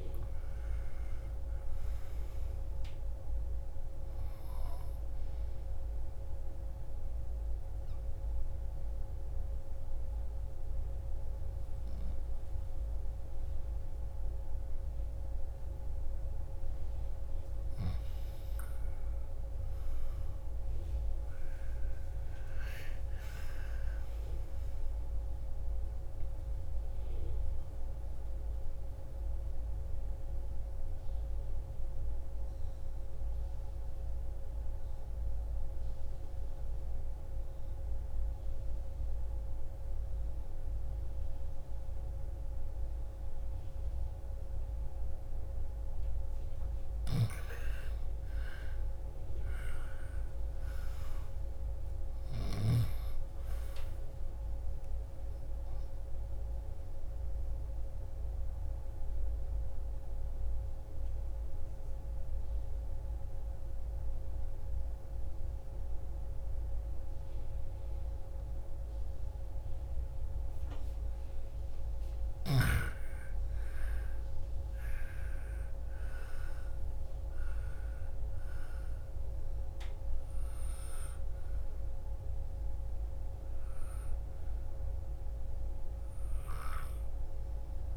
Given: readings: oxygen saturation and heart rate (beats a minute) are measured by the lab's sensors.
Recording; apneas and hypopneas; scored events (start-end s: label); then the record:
breathing in sleep, hard to hear, by a room microphone; 3
0.00-3.00 s: arousal
6.00-17.00 s: obstructive apnea (oxygen 98% before, 86% lowest)
23.00-27.50 s: arousal
31.00-46.50 s: mixed apnea (oxygen 98% before, 86% lowest)
31.00-51.00 s: oxygen desaturation (device-marked, oxygen 97% before, 92% lowest)
47.00-53.00 s: snoring (device-marked)
48.00-53.00 s: arousal
56.00-71.00 s: obstructive apnea (oxygen 97% before, 86% lowest)
60.00-75.00 s: oxygen desaturation (device-marked, oxygen 97% before, 86% lowest)
73.00-77.50 s: arousal
81.00-87.97 s: oxygen desaturation (device-marked, oxygen 98% before, 87% lowest)
From the record:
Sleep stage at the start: N2 (light sleep); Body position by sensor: on the back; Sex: female